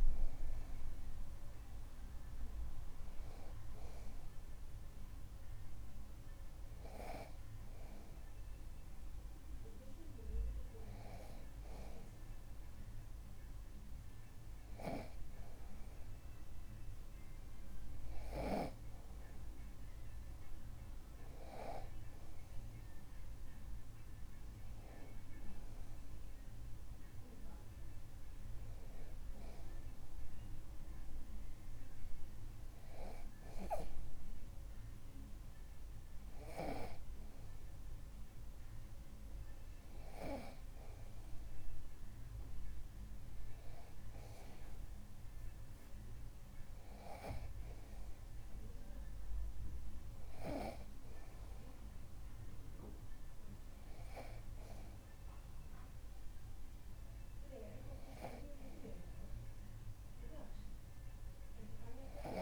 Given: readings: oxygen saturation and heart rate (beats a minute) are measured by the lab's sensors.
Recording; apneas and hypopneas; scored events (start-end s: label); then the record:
breathing in sleep by a room microphone; none
none scored
From the record:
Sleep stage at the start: N2 (light sleep); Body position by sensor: on the back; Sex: male